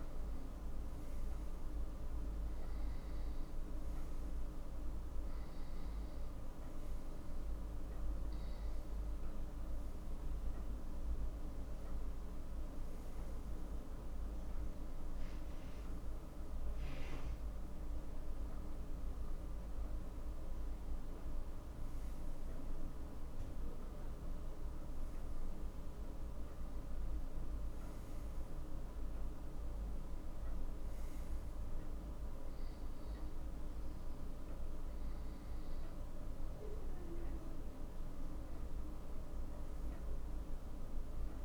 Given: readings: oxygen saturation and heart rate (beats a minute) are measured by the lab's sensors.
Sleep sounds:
breathing in sleep, hard to hear, by a room microphone; none
none scored
From the record:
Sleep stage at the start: N2 (light sleep); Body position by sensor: on the right side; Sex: male

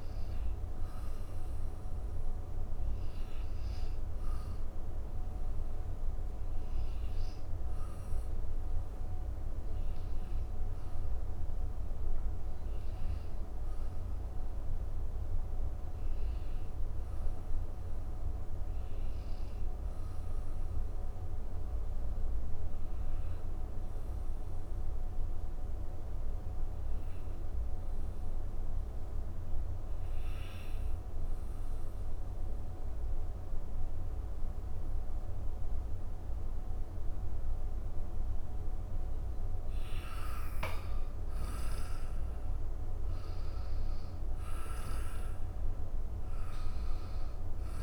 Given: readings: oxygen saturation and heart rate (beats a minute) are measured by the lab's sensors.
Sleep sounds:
breathing in sleep, hard to hear, by a room microphone; 1
16.00-38.50 s: mixed apnea (oxygen 97% before, 92% lowest, heart rate 163 before, 73 extreme, up 11 after)
40.50-46.00 s: arousal
From the record:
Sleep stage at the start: N1 (lightest sleep); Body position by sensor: on the back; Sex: male

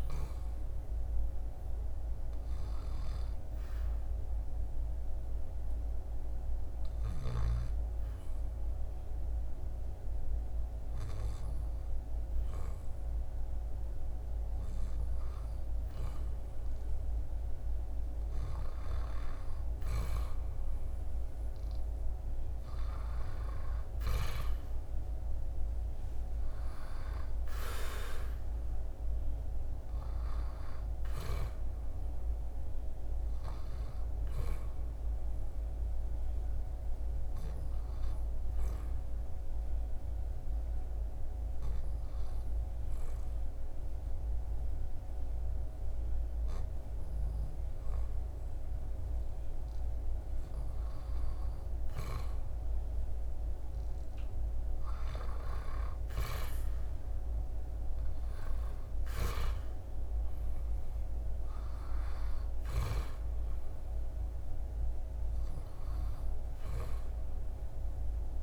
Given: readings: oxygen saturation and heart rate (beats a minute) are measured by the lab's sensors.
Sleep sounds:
breathing in sleep, hard to hear, by a room microphone; 2
6.00-18.00 s: hypopnea (oxygen 97% before, 95% lowest, heart rate 81 before, 71 extreme, up 1 after)
21.00-25.00 s: arousal
32.00-43.00 s: oxygen desaturation (device-marked, oxygen 98% before, 95% lowest, heart rate 77 before, 71 extreme)
35.50-49.00 s: hypopnea (oxygen 99% before, 95% lowest, heart rate 77 before, 71 extreme, up 8 after)
52.50-57.50 s: arousal
From the record:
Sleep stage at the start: N2 (light sleep); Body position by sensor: on the back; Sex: male

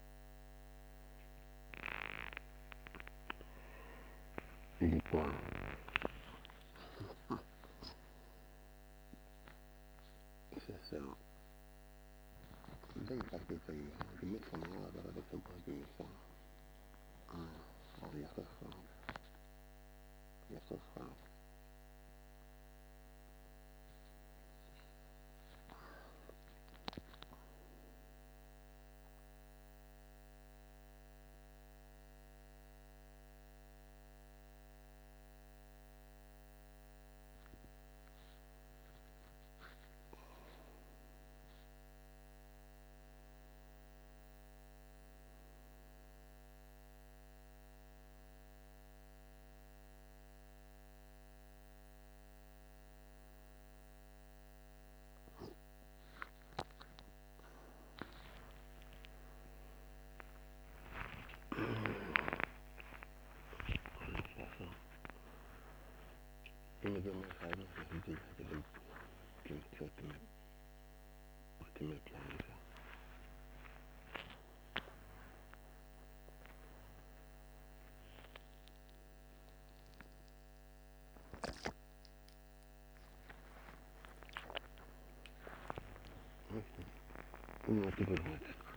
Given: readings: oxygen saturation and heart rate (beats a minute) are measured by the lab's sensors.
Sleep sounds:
a person awake in a sleep study, by a microphone on the trachea; none
none scored
From the record:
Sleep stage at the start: awake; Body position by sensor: on the right side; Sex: male

